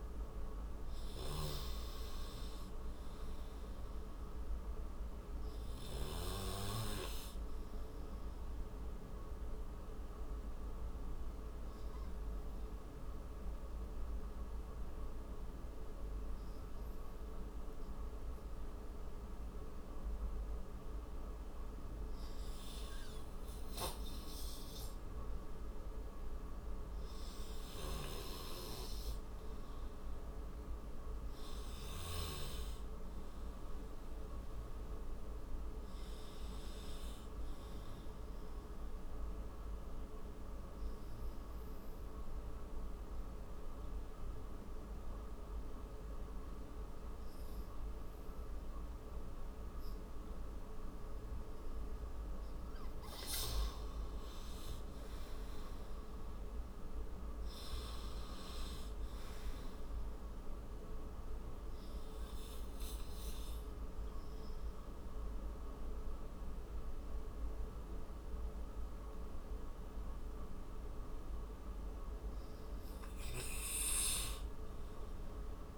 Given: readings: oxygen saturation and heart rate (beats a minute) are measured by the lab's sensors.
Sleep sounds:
breathing in sleep, hard to hear, by a room microphone; 2
10.00-22.00 s: hypopnea (oxygen 96% before, 94% lowest)
25.00-28.00 s: arousal
31.00-51.00 s: oxygen desaturation (device-marked, oxygen 98% before, 94% lowest)
37.00-49.50 s: hypopnea (oxygen 98% before, 90% lowest)
55.00-57.50 s: arousal
From the record:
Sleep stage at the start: N2 (light sleep); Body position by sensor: on the right side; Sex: male

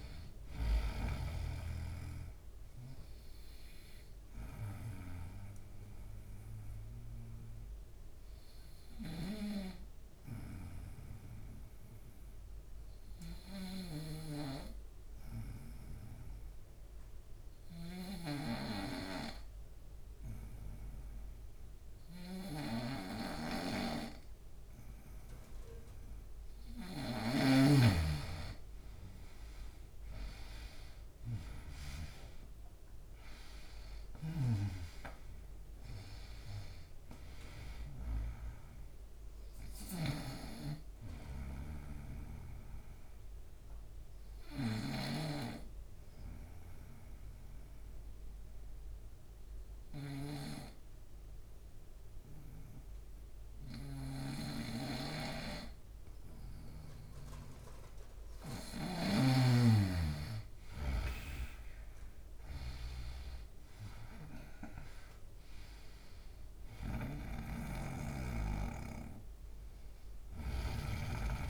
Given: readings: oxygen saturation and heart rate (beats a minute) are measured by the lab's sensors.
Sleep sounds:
breathing in sleep by a room microphone; 2
0.00-22.00 s: oxygen desaturation (device-marked, oxygen 91% lowest, heart rate 71 extreme)
2.50-25.00 s: obstructive apnea (oxygen 98% before, 89% lowest, heart rate 75 before, 71 extreme, up 3 after)
8.50-26.50 s: snoring (device-marked)
28.50-32.50 s: arousal
33.50-44.50 s: snoring (device-marked)
36.00-61.00 s: oxygen desaturation (device-marked, oxygen 96% before, 89% lowest, heart rate 74 before, 74 extreme)
41.50-57.00 s: obstructive apnea (oxygen 97% before, 89% lowest, heart rate 76 before, 74 extreme, up 4 after)
53.50-58.50 s: snoring (device-marked)
62.00-66.50 s: arousal
66.50-71.50 s: snoring (device-marked)
From the record:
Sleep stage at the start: N2 (light sleep); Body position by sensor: on the right side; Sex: male

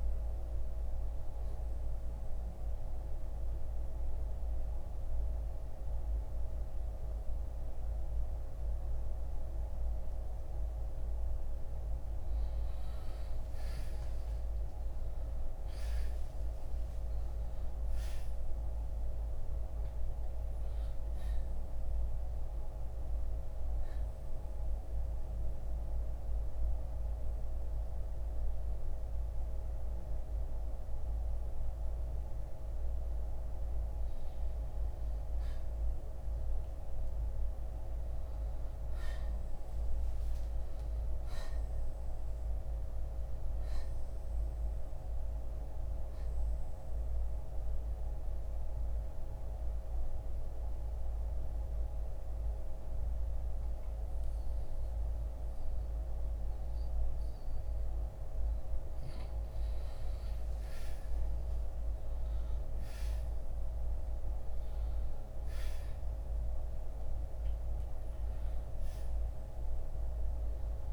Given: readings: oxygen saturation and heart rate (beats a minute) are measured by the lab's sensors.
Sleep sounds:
breathing in sleep, hard to hear, by a room microphone; 3
2.00-15.00 s: oxygen desaturation (device-marked, oxygen 95% before, 88% lowest, heart rate 66 before, 58 extreme)
2.50-13.00 s: mixed apnea (oxygen 95% before, 88% lowest, heart rate 66 before, 58 extreme, up 4 after)
15.50-20.00 s: arousal
24.50-35.00 s: hypopnea (oxygen 95% before, 86% lowest, heart rate 64 before, 58 extreme, up 5 after)
26.00-43.00 s: oxygen desaturation (device-marked, oxygen 95% before, 88% lowest, heart rate 65 before, 56 extreme)
41.50-45.00 s: arousal
45.00-65.00 s: oxygen desaturation (device-marked, oxygen 95% before, 88% lowest, heart rate 67 before, 56 extreme)
47.00-59.00 s: central apnea (oxygen 95% before, 86% lowest, heart rate 67 before, 56 extreme, up 7 after)
61.50-66.00 s: arousal
From the record:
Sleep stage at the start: N2 (light sleep); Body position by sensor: on the back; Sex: male

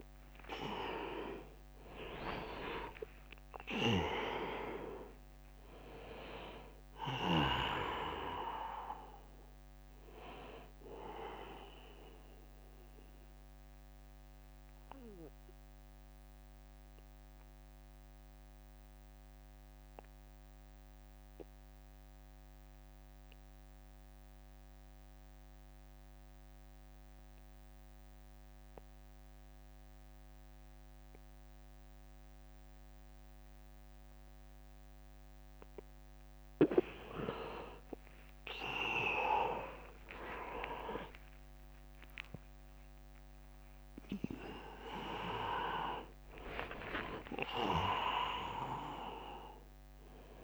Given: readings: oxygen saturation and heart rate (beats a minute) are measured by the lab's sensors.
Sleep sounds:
breathing in sleep by a microphone on the trachea; 1
0.00-2.00 s: arousal
0.00-11.00 s: drop in pulse transit time (device-marked, heart rate 77 extreme)
0.00-23.00 s: oxygen desaturation (device-marked, oxygen 86% lowest, heart rate 67 extreme)
12.00-34.00 s: mixed apnea (oxygen 100% before, 86% lowest, heart rate 79 before, 67 extreme, up 17 after)
37.00-41.50 s: arousal
38.00-50.44 s: drop in pulse transit time (device-marked, heart rate 75 before, 77 extreme)
39.00-50.44 s: oxygen desaturation (device-marked, oxygen 100% before, 87% lowest, heart rate 75 before, 70 extreme)
From the record:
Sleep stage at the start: N2 (light sleep); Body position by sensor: on the back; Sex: male

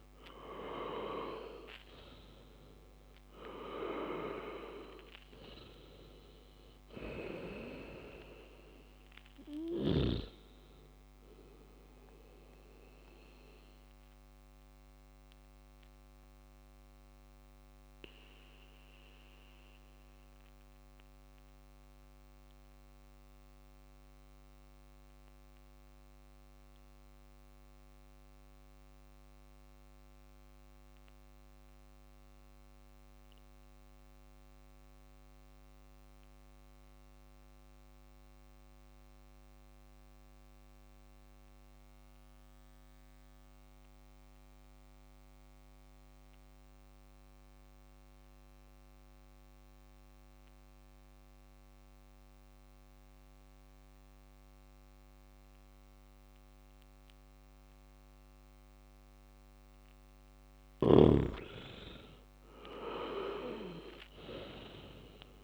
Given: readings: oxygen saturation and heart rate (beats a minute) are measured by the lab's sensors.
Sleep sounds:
breathing in sleep by a microphone on the trachea; 1
0.00-10.00 s: oxygen desaturation (device-marked, oxygen 95% lowest, heart rate 55 extreme)
11.00-60.00 s: mixed apnea (oxygen 99% before, 94% lowest, heart rate 62 before, 55 extreme, up 9 after)
61.50-65.44 s: arousal
From the record:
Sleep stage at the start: REM sleep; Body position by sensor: on the back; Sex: male

